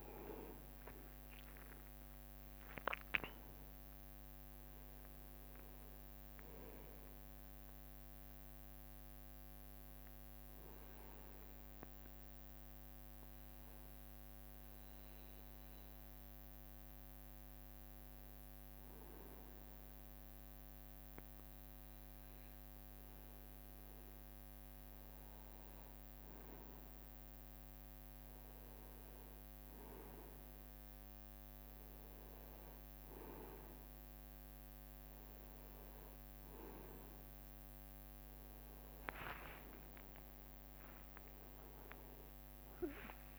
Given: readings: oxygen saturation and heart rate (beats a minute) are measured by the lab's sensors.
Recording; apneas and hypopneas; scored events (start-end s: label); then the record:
breathing in sleep by a microphone on the trachea; 1
0.00-4.50 s: arousal
1.00-5.00 s: leg movement (device-marked)
11.00-23.50 s: hypopnea (oxygen 93% before, 91% lowest, heart rate 71 before, 65 extreme, up 3 after)
37.50-39.00 s: leg movement (device-marked)
39.50-43.39 s: leg movement (device-marked)
40.50-43.39 s: arousal
42.00-43.39 s: drop in pulse transit time (device-marked, heart rate 68 before, 70 extreme)
From the record:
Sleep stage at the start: N1 (lightest sleep); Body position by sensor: on the right side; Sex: male